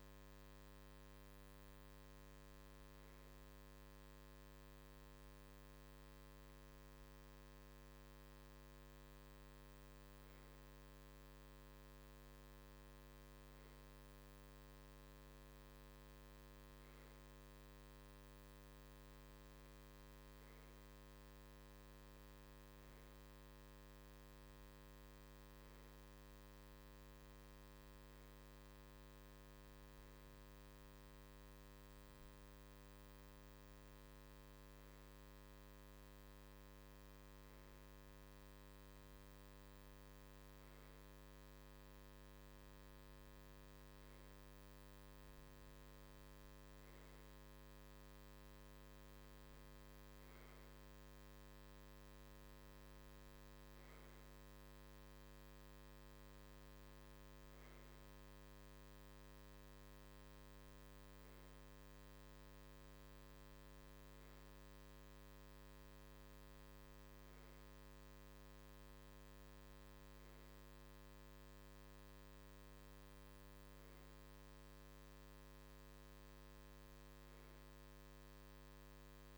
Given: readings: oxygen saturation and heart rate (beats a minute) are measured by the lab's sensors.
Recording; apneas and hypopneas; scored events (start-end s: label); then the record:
breathing in sleep, hard to hear, by a microphone on the trachea; none
14.00-19.00 s: arousal
From the record:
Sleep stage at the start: REM sleep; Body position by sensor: on the right side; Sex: male